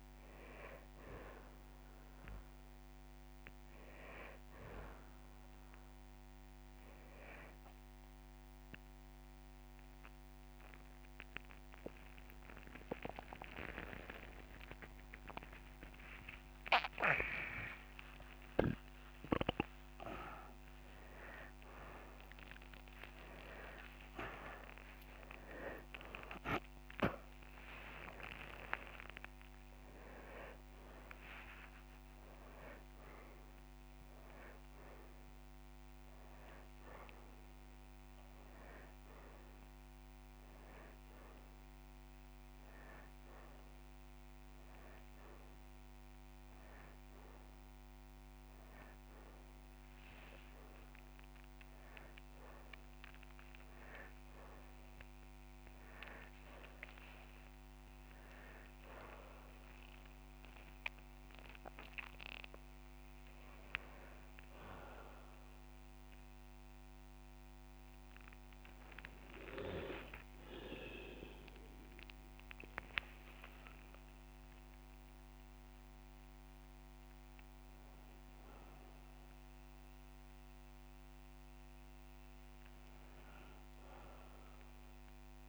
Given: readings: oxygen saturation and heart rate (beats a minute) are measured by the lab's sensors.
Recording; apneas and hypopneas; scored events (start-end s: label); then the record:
a person partly awake in a sleep study, by a microphone on the trachea; 1
0.00-11.50 s: oxygen desaturation (device-marked, oxygen 93% lowest)
7.00-17.50 s: obstructive apnea (oxygen 97% before, 92% lowest)
7.50-10.50 s: drop in pulse transit time (device-marked)
22.50-52.50 s: new sleep stage, awake
26.50-28.50 s: long interval between heartbeats (device-marked)
35.00-37.00 s: long interval between heartbeats (device-marked)
37.50-49.50 s: oxygen desaturation (device-marked, oxygen 100% before, 96% lowest)
39.50-41.50 s: long interval between heartbeats (device-marked)
43.50-53.50 s: drop in pulse transit time (device-marked)
44.00-46.00 s: long interval between heartbeats (device-marked)
48.50-50.50 s: long interval between heartbeats (device-marked)
52.50-85.48 s: new sleep stage, N2 (light sleep)
58.50-60.50 s: long interval between heartbeats (device-marked)
65.00-67.00 s: long interval between heartbeats (device-marked)
68.50-78.50 s: drop in pulse transit time (device-marked)
75.00-77.00 s: long interval between heartbeats (device-marked)
From the record:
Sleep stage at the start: N2 (light sleep); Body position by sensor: on the back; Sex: male